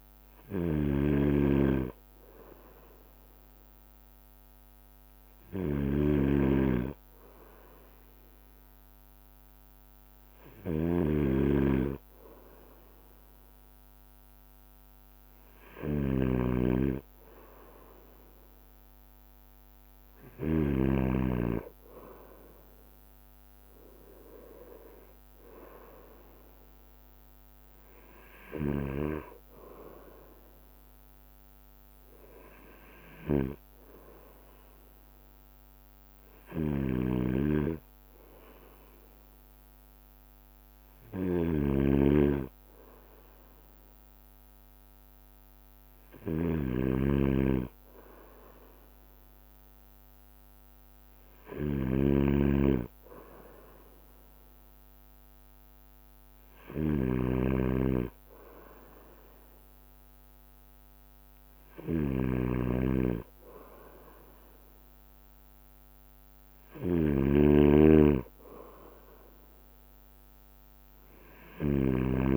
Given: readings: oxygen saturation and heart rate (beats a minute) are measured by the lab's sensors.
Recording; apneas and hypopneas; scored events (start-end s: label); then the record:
breathing in sleep by a microphone on the trachea; none
0.00-1.00 s: drop in pulse transit time (device-marked)
0.00-2.00 s: bradycardia (device-marked)
0.00-21.00 s: snoring (device-marked)
9.00-72.37 s: bradycardia (device-marked)
11.00-13.00 s: long interval between heartbeats (device-marked, heart rate 45 before, 53 extreme)
14.50-16.50 s: long interval between heartbeats (device-marked, heart rate 48 before, 52 extreme)
19.50-21.50 s: long interval between heartbeats (device-marked, heart rate 53 before, 50 extreme)
26.00-42.00 s: drop in pulse transit time (device-marked, heart rate 52 before, 30 extreme)
27.50-29.50 s: long interval between heartbeats (device-marked, heart rate 51 before, 39 extreme)
29.00-72.37 s: snoring (device-marked)
32.50-34.50 s: long interval between heartbeats (device-marked, heart rate 46 before, 39 extreme)
36.50-38.50 s: long interval between heartbeats (device-marked, heart rate 42 before, 34 extreme)
40.00-42.00 s: long interval between heartbeats (device-marked, heart rate 40 before, 39 extreme)
46.00-48.00 s: long interval between heartbeats (device-marked, heart rate 40 before, 54 extreme)
50.00-52.00 s: long interval between heartbeats (device-marked, heart rate 42 before, 45 extreme)
58.00-60.00 s: long interval between heartbeats (device-marked, heart rate 42 before, 30 extreme)
60.50-62.50 s: long interval between heartbeats (device-marked, heart rate 42 before, 33 extreme)
67.00-69.00 s: long interval between heartbeats (device-marked, heart rate 39 before, 49 extreme)
70.50-72.37 s: long interval between heartbeats (device-marked, heart rate 39 before, 44 extreme)
From the record:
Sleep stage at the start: N2 (light sleep); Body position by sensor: on the right side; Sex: male